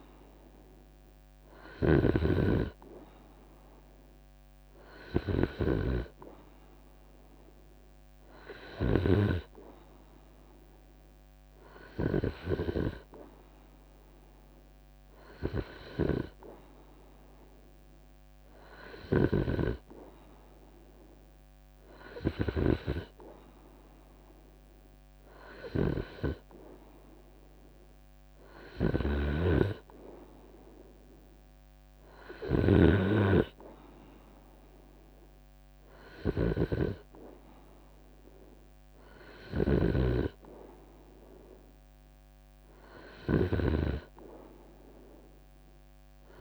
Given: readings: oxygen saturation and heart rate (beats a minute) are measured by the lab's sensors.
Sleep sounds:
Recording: breathing in sleep by a microphone on the trachea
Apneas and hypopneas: none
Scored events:
30.00-40.00 s: drop in pulse transit time (device-marked, heart rate 80 before, 74 extreme)
39.00-43.00 s: snoring (device-marked)
From the record:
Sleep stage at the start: N2 (light sleep)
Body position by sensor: on the right side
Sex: male

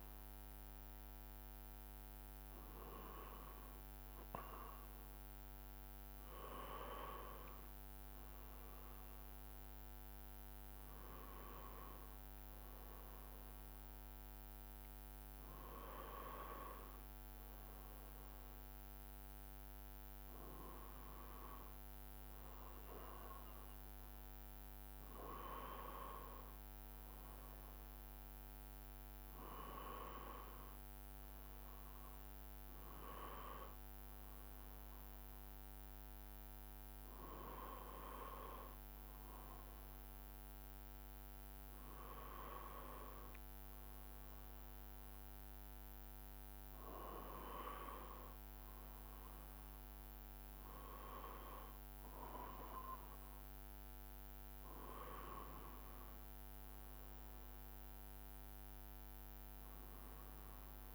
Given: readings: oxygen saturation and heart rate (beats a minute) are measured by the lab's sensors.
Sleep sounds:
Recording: breathing in sleep by a microphone on the trachea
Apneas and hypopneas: none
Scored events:
none scored
From the record:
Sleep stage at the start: N2 (light sleep)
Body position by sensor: on the right side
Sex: male

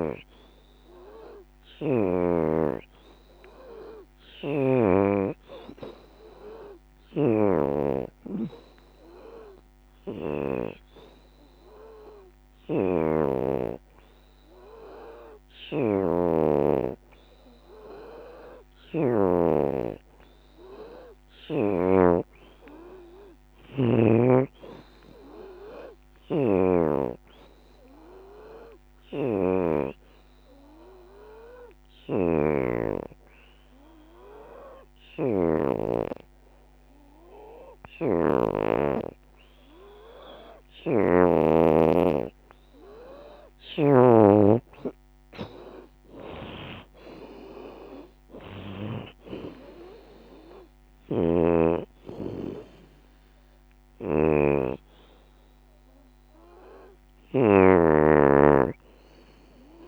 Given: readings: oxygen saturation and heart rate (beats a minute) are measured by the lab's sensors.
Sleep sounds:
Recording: breathing in sleep by a microphone on the trachea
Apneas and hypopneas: 2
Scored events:
8.00-19.00 s: hypopnea (oxygen 94% before, 84% lowest, heart rate 86 before, 78 extreme, up 15 after)
21.50-24.50 s: arousal
21.50-37.50 s: oxygen desaturation (device-marked, oxygen 90% before, 86% lowest, heart rate 85 before, 77 extreme)
29.50-41.50 s: hypopnea (oxygen 90% before, 82% lowest, heart rate 87 before, 77 extreme, up 13 after)
39.50-59.88 s: oxygen desaturation (device-marked, oxygen 89% before, 84% lowest, heart rate 86 before, 73 extreme)
41.50-53.50 s: drop in pulse transit time (device-marked, heart rate 86 before, 86 extreme)
43.50-47.50 s: arousal
From the record:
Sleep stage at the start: N2 (light sleep)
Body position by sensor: on the back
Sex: female

